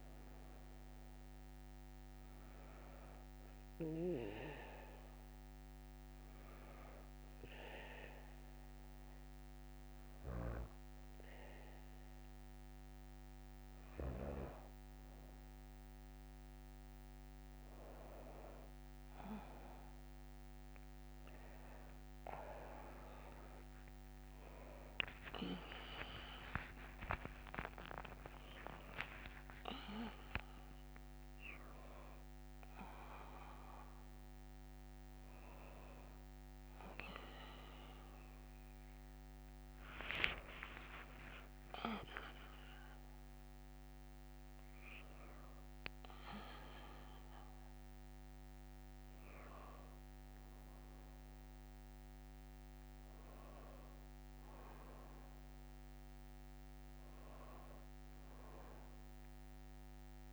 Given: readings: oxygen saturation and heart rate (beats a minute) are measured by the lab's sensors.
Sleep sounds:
breathing in sleep by a microphone on the trachea; 1
4.00-14.00 s: hypopnea (oxygen 96% before, 94% lowest, heart rate 59 before, 58 extreme, up 2 after)
20.50-24.50 s: arousal
26.00-29.50 s: snoring (device-marked)
26.50-60.33 s: new sleep stage, N1 (lightest sleep)
39.00-43.00 s: arousal
From the record:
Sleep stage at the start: N2 (light sleep); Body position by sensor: on the back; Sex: female

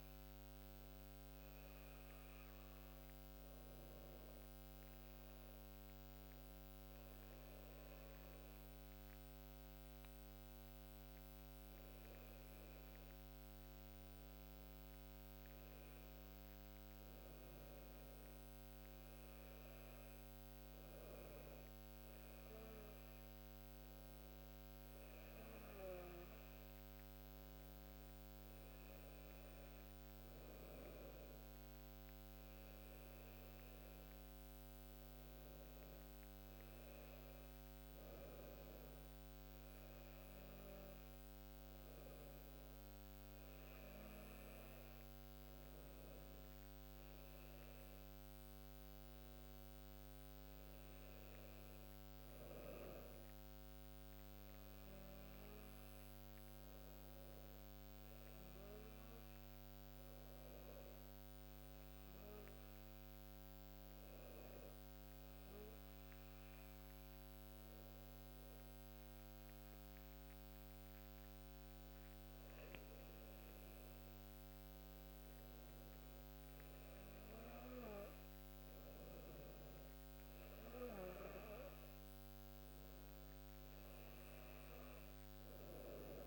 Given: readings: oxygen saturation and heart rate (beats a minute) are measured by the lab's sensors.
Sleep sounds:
breathing in sleep, hard to hear, by a microphone on the trachea; 1
48.50-52.00 s: arousal
57.00-72.00 s: hypopnea (oxygen 98% before, 96% lowest, heart rate 59 before, 57 extreme, up 12 after)
73.50-77.50 s: arousal
From the record:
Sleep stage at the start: N2 (light sleep); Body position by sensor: on the back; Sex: female

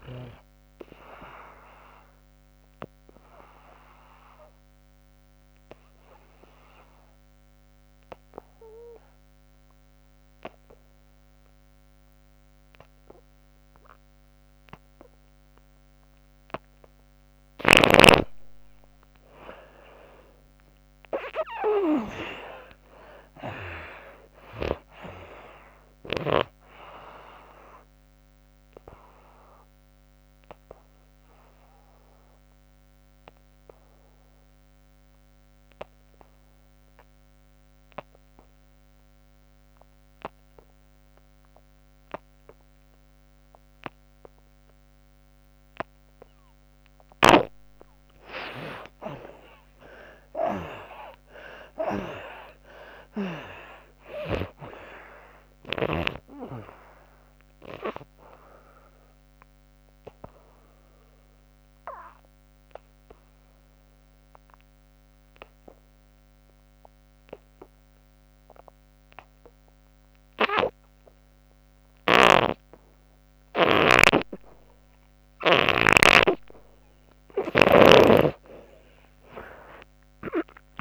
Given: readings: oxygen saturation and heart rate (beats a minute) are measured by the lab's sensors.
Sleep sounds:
breathing in sleep by a microphone on the trachea; 3
0.00-11.50 s: oxygen desaturation (device-marked, oxygen 81% lowest, heart rate 64 extreme)
2.00-18.00 s: obstructive apnea (oxygen 96% before, 76% lowest, heart rate 74 before, 64 extreme, up 33 after)
18.50-42.50 s: oxygen desaturation (device-marked, oxygen 96% before, 81% lowest, heart rate 77 before, 65 extreme)
20.00-24.00 s: arousal
27.50-46.50 s: obstructive apnea (oxygen 96% before, 76% lowest, heart rate 74 before, 65 extreme, up 35 after)
49.00-53.00 s: arousal
52.50-69.50 s: oxygen desaturation (device-marked, oxygen 98% before, 76% lowest, heart rate 68 before, 65 extreme)
58.00-74.50 s: obstructive apnea (oxygen 98% before, 76% lowest, heart rate 76 before, 64 extreme, up 24 after)
71.50-75.50 s: snoring (device-marked)
76.50-80.81 s: oxygen desaturation (device-marked, oxygen 98% before, 80% lowest, heart rate 77 before, 63 extreme)
79.50-80.81 s: arousal
From the record:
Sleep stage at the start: N2 (light sleep); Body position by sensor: on the back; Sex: female

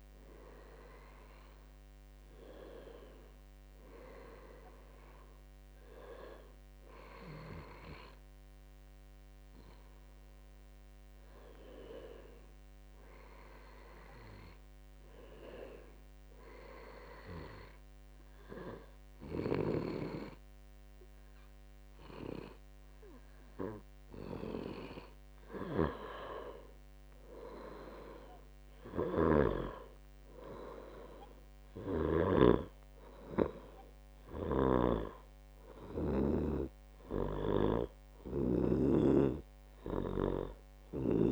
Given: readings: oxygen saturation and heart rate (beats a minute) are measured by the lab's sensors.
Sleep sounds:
breathing in sleep by a microphone on the trachea; 1
16.00-41.32 s: new sleep stage, N2 (light sleep)
18.00-28.00 s: hypopnea (oxygen 98% before, 92% lowest, heart rate 66 before, 61 extreme, up 8 after)
21.00-41.32 s: oxygen desaturation (device-marked, oxygen 98% before, 92% lowest, heart rate 65 before, 65 extreme)
31.00-35.00 s: arousal
From the record:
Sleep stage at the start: N1 (lightest sleep); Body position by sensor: on the back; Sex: male

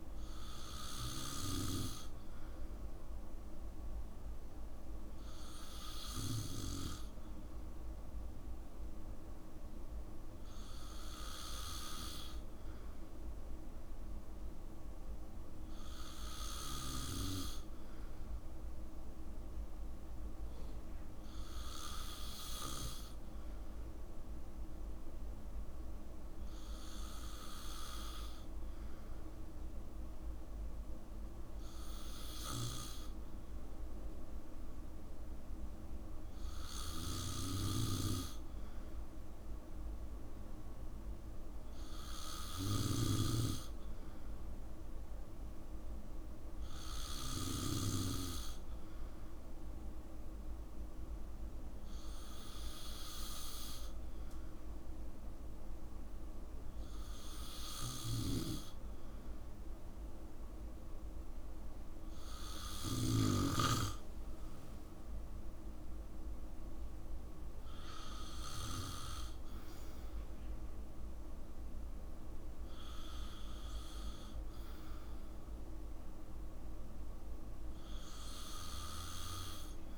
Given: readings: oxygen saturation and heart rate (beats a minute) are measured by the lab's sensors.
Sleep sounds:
breathing in sleep by a room microphone; none
64.50-67.00 s: arousal
From the record:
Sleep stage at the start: N2 (light sleep); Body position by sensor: on the back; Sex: male

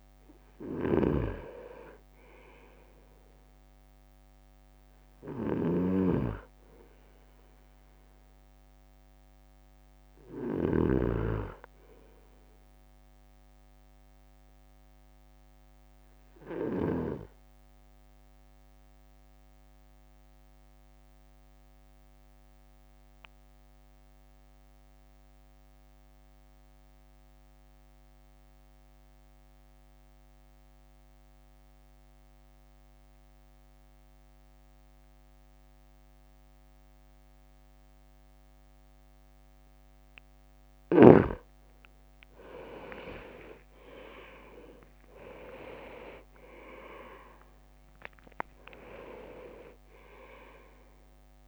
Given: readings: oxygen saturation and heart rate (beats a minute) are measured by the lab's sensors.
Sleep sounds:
breathing in sleep by a microphone on the trachea; 1
0.00-7.50 s: drop in pulse transit time (device-marked, heart rate 54 extreme)
0.50-17.00 s: snoring (device-marked)
14.00-39.50 s: obstructive apnea (oxygen 99% before, 95% lowest, heart rate 56 before, 49 extreme, up 7 after)
42.00-46.00 s: arousal
44.00-45.50 s: leg movement (device-marked)
44.50-51.48 s: drop in pulse transit time (device-marked, heart rate 54 before, 55 extreme)
46.00-48.00 s: leg movement (device-marked)
48.50-50.50 s: leg movement (device-marked)
From the record:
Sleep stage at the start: N2 (light sleep); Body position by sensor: on the right side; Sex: male

